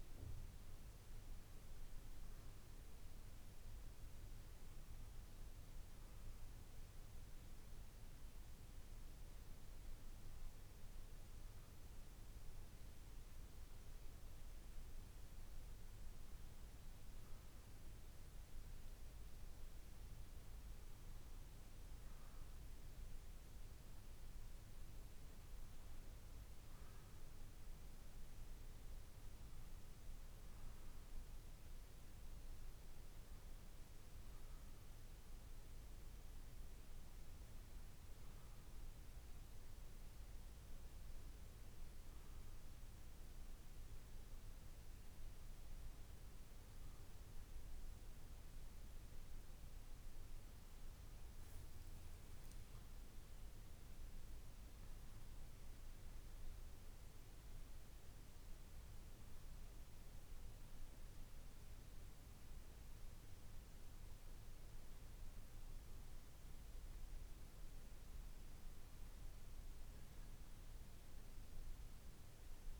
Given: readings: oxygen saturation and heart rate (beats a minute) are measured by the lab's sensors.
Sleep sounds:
breathing in sleep, hard to hear, by a room microphone; none
none scored
From the record:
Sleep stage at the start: N2 (light sleep); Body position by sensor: on the left side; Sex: male

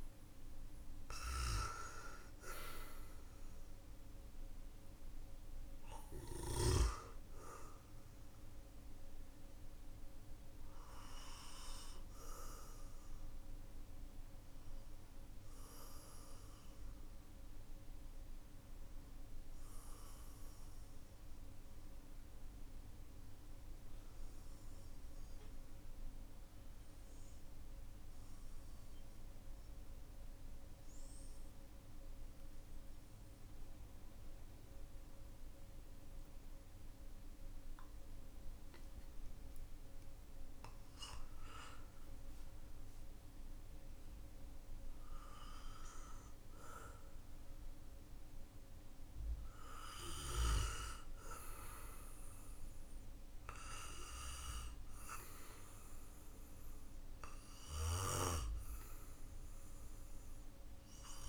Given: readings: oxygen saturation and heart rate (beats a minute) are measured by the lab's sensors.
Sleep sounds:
breathing in sleep by a room microphone; 1
0.00-32.50 s: oxygen desaturation (device-marked, oxygen 91% lowest, heart rate 44 extreme)
9.00-47.50 s: obstructive apnea (oxygen 98% before, 91% lowest, heart rate 53 before, 44 extreme)
49.00-54.00 s: arousal
From the record:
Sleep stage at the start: N2 (light sleep); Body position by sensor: on the back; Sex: male

